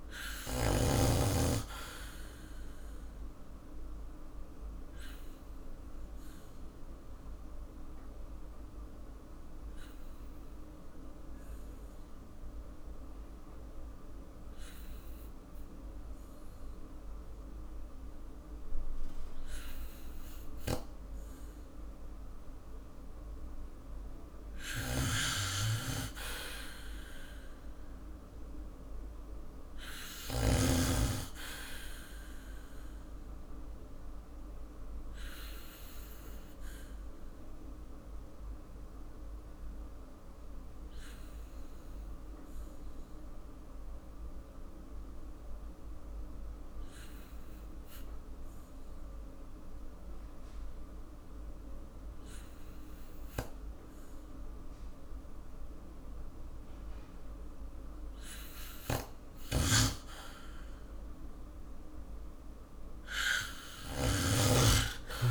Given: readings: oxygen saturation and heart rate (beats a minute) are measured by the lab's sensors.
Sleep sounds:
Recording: breathing in sleep by a room microphone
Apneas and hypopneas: 2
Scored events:
0.00-1.00 s: arousal
4.00-22.50 s: obstructive apnea (oxygen 99% before, 94% lowest, heart rate 52 before, 50 extreme, up 2 after)
24.50-30.50 s: snoring (device-marked)
26.00-29.50 s: arousal
27.50-53.50 s: oxygen desaturation (device-marked, oxygen 99% before, 94% lowest, heart rate 52 before, 49 extreme)
35.50-59.00 s: obstructive apnea (oxygen 99% before, 94% lowest, heart rate 51 before, 48 extreme, up 6 after)
59.00-64.00 s: snoring (device-marked)
61.50-65.00 s: arousal
From the record:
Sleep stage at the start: N2 (light sleep)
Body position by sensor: on the back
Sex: male

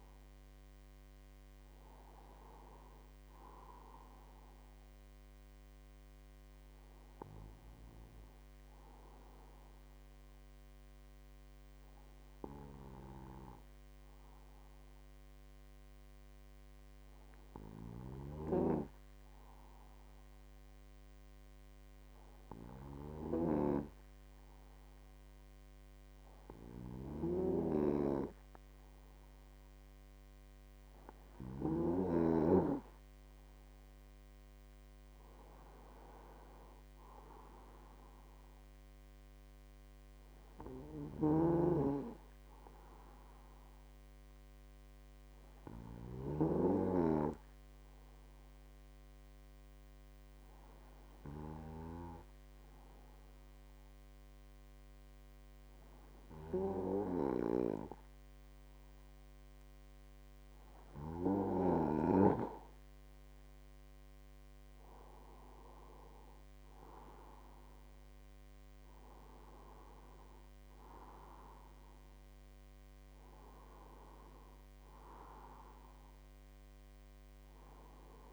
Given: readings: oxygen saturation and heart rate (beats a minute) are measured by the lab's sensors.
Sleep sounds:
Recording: breathing in sleep by a microphone on the trachea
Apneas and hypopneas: 2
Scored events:
11.00-30.50 s: hypopnea (oxygen 97% before, 95% lowest, heart rate 54 before, 51 extreme, up 3 after)
33.00-35.50 s: arousal
46.00-60.00 s: hypopnea (oxygen 97% before, 95% lowest, heart rate 52 before, 52 extreme, up 4 after)
63.00-66.00 s: arousal
From the record:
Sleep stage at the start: N2 (light sleep)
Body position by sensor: on the right side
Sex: male

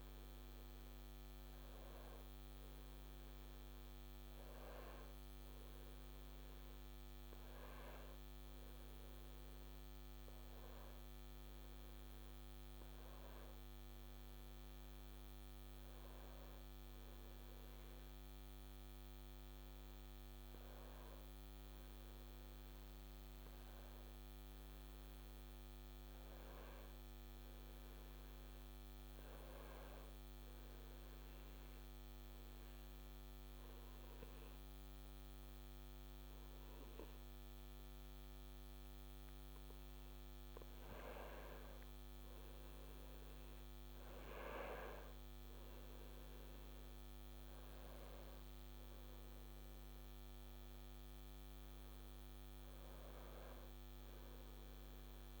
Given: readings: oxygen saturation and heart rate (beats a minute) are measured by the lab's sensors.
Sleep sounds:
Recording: a person partly awake in a sleep study, hard to hear, by a microphone on the trachea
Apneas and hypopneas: 1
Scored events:
31.00-41.00 s: obstructive apnea (oxygen 95% before, 92% lowest, heart rate 73 before, 67 extreme, up 5 after)
41.50-55.40 s: new sleep stage, awake
From the record:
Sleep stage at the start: N2 (light sleep)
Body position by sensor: on the back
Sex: male

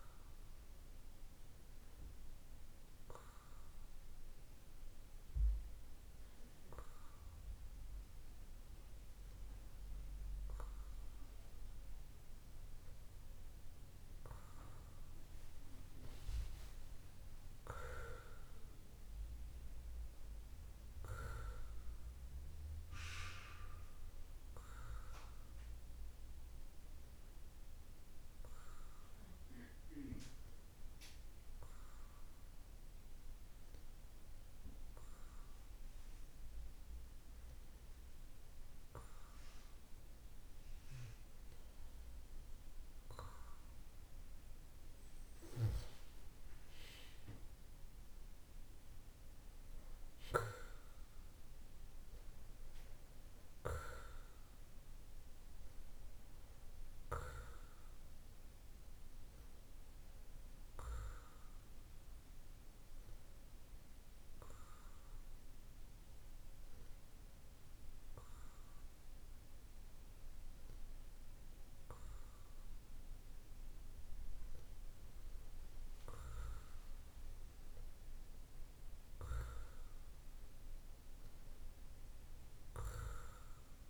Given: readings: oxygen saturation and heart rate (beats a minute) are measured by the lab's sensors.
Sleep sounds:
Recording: breathing in sleep by a room microphone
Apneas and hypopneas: 3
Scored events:
0.00-12.00 s: oxygen desaturation (device-marked, oxygen 93% lowest, heart rate 50 extreme)
1.00-14.00 s: hypopnea (oxygen 96% before, 93% lowest, heart rate 54 before, 49 extreme, up 3 after)
16.00-19.50 s: arousal
28.00-43.00 s: hypopnea (oxygen 97% before, 94% lowest, heart rate 52 before, 49 extreme, up 13 after)
45.50-48.50 s: arousal
63.00-76.50 s: obstructive apnea (oxygen 96% before, 94% lowest, heart rate 54 before, 49 extreme, up 13 after)
78.00-81.50 s: arousal
From the record:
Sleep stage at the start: N2 (light sleep)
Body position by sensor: on the back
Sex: male

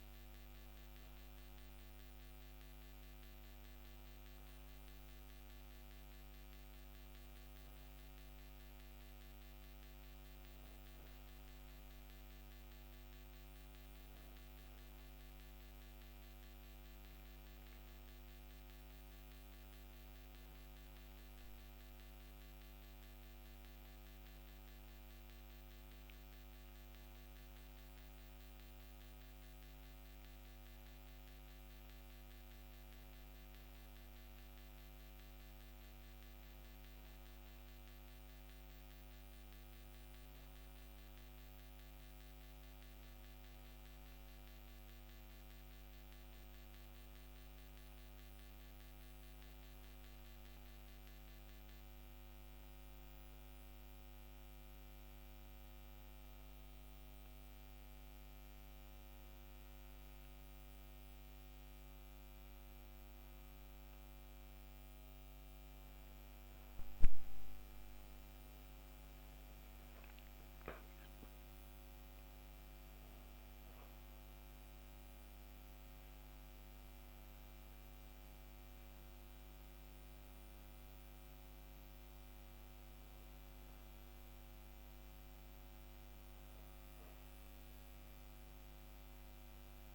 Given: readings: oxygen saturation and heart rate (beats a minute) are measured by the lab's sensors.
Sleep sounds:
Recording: breathing in sleep, hard to hear, by a microphone on the trachea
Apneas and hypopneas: none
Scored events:
none scored
From the record:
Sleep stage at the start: N2 (light sleep)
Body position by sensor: on the back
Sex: female

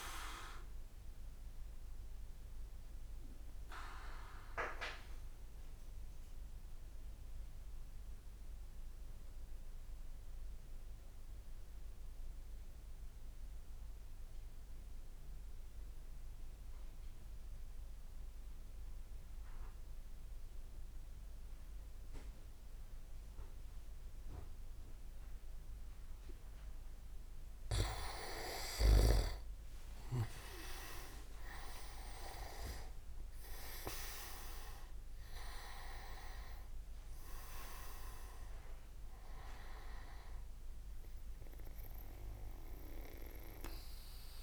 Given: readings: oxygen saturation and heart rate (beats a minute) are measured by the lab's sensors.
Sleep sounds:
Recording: breathing in sleep by a room microphone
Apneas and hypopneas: 1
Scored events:
0.50-27.00 s: mixed apnea (oxygen 100% before, 95% lowest)
25.00-44.43 s: oxygen desaturation (device-marked, oxygen 98% before, 95% lowest)
29.50-35.00 s: leg movement (device-marked)
30.50-37.00 s: arousal
From the record:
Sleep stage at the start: N2 (light sleep)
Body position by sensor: on the back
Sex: male

